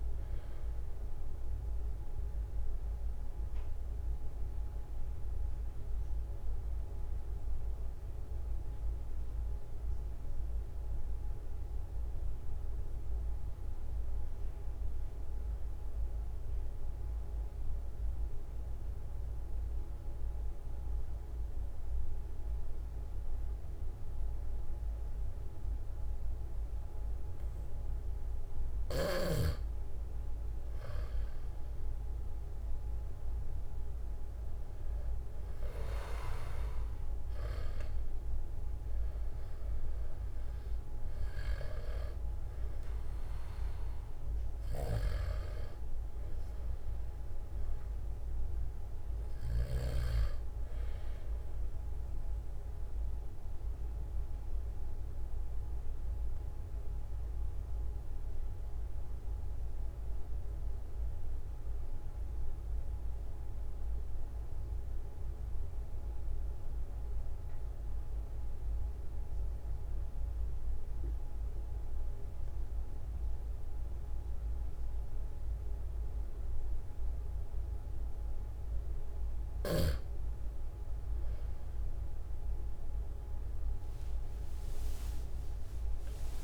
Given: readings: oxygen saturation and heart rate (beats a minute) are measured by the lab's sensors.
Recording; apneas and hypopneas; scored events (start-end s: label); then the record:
breathing in sleep by a room microphone; 2
2.50-29.00 s: mixed apnea (oxygen 97% before, 91% lowest, heart rate 48 before, 43 extreme, up 4 after)
31.50-35.50 s: arousal
35.50-66.50 s: oxygen desaturation (device-marked, oxygen 97% before, 91% lowest, heart rate 44 before, 42 extreme)
44.50-50.00 s: snoring (device-marked)
53.00-80.00 s: obstructive apnea (oxygen 97% before, 91% lowest, heart rate 46 before, 43 extreme, up 14 after)
82.50-86.44 s: arousal
84.50-86.44 s: long interval between heartbeats (device-marked, heart rate 45 before, 58 extreme)
From the record:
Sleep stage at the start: N2 (light sleep); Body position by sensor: on the back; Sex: male